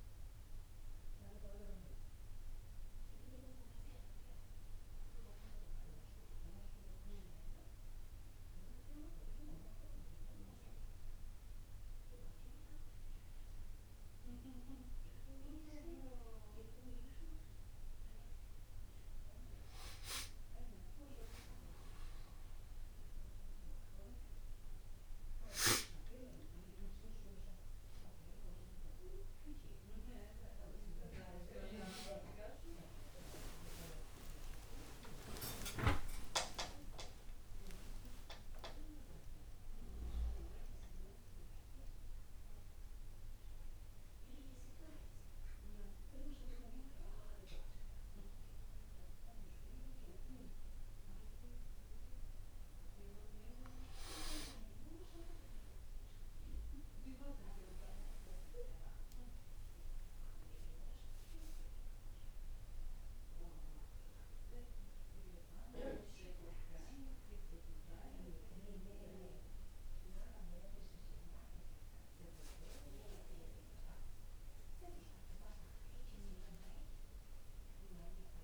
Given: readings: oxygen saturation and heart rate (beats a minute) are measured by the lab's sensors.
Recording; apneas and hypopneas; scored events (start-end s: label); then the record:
a person awake in a sleep study, by a room microphone; none
35.50-78.44 s: new sleep stage, awake
From the record:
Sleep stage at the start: N1 (lightest sleep); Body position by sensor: on the back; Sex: male